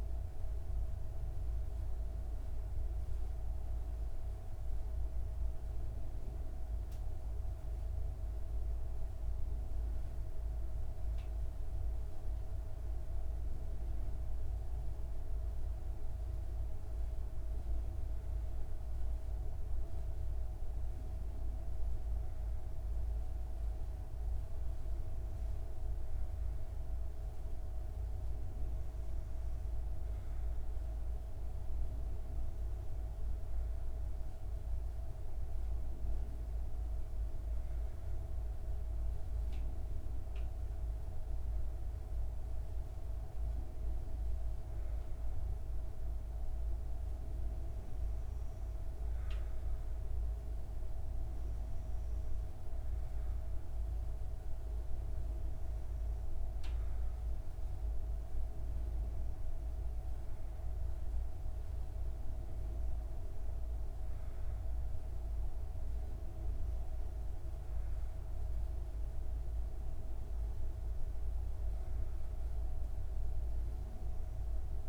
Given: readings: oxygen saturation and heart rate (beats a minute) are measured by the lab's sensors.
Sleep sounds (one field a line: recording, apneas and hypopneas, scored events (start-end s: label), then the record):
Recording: breathing in sleep, hard to hear, by a room microphone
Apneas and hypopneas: none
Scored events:
none scored
From the record:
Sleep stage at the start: N2 (light sleep)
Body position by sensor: on the back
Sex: female